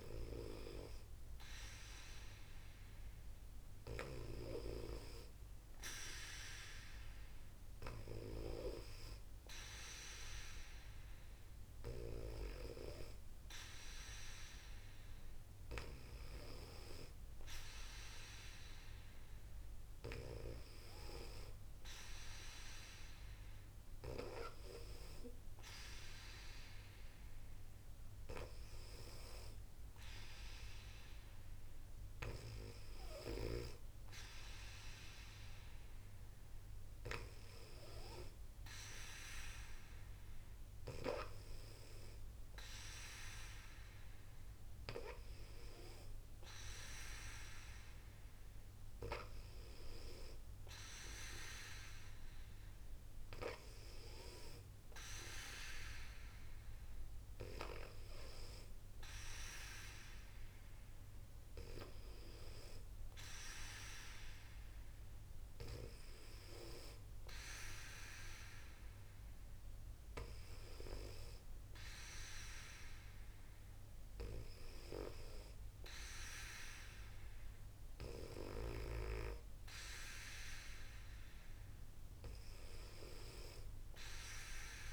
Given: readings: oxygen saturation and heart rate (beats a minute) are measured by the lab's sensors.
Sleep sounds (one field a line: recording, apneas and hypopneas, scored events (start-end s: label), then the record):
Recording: breathing in sleep by a room microphone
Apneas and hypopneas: none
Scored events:
none scored
From the record:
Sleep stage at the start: N2 (light sleep)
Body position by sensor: on the back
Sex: female